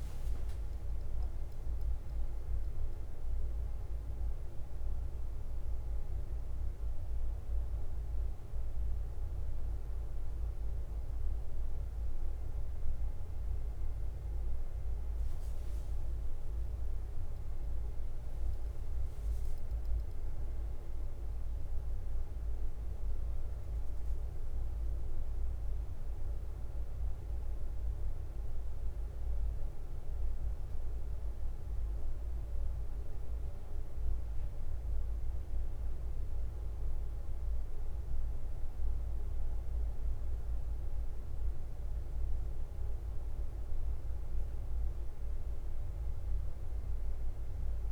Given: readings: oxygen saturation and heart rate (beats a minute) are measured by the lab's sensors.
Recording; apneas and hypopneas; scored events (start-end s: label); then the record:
breathing in sleep, hard to hear, by a room microphone; 1
0.00-1.00 s: arousal
0.00-11.00 s: bradycardia (device-marked, heart rate 42 extreme)
2.50-14.50 s: hypopnea (oxygen 98% before, 97% lowest, heart rate 49 before, 48 extreme, up 32 after)
15.50-20.50 s: arousal
16.00-18.00 s: long interval between heartbeats (device-marked, heart rate 52 before, 69 extreme)
20.50-22.50 s: long interval between heartbeats (device-marked, heart rate 56 before, 76 extreme)
23.00-47.92 s: bradycardia (device-marked, heart rate 51 before, 49 extreme)
41.00-47.92 s: new sleep stage, N2 (light sleep)
From the record:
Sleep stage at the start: N1 (lightest sleep); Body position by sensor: on the back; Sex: male